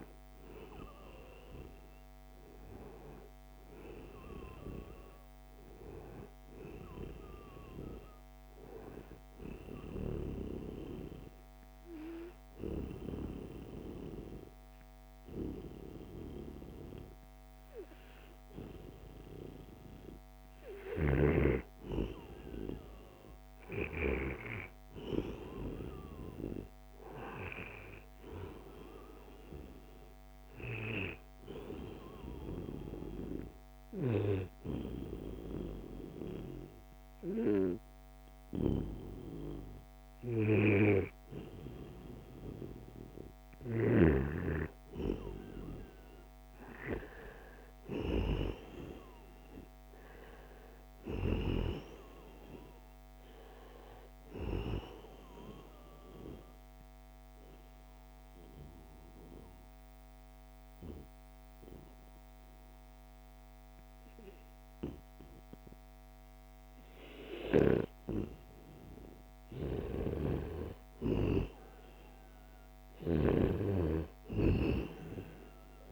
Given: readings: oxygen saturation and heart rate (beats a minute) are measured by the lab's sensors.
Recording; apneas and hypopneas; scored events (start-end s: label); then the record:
breathing in sleep by a microphone on the trachea; 3
2.50-6.50 s: arousal
10.00-21.00 s: hypopnea (oxygen 94% before, 90% lowest, heart rate 77 before, 75 extreme, up 2 after)
24.00-27.50 s: arousal
32.50-43.50 s: hypopnea (oxygen 93% before, 90% lowest, heart rate 77 before, 75 extreme, up 1 after)
45.00-48.50 s: arousal
57.00-67.50 s: obstructive apnea (oxygen 93% before, 88% lowest, heart rate 78 before, 75 extreme, up 0 after)
69.50-73.00 s: arousal
72.50-75.91 s: snoring (device-marked)
From the record:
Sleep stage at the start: N1 (lightest sleep); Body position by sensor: on the back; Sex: male